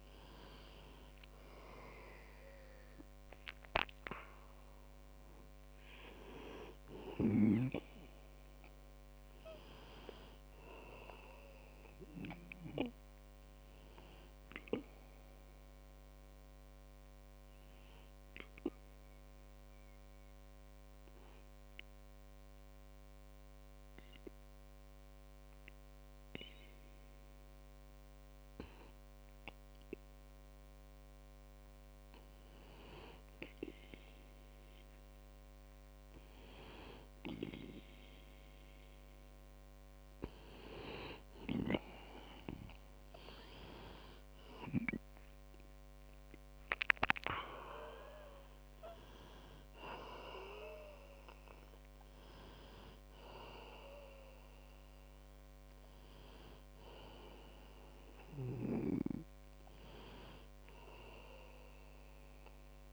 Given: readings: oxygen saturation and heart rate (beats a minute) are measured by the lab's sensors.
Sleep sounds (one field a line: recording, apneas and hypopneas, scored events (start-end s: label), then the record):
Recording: breathing in sleep by a microphone on the trachea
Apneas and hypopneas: 1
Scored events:
16.00-31.50 s: obstructive apnea (oxygen 98% before, 94% lowest, heart rate 53 before, 43 extreme, up 9 after)
42.50-60.50 s: oxygen desaturation (device-marked, oxygen 98% before, 94% lowest, heart rate 47 before, 46 extreme)
43.50-48.50 s: arousal
From the record:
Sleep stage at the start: N2 (light sleep)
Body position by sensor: on the back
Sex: male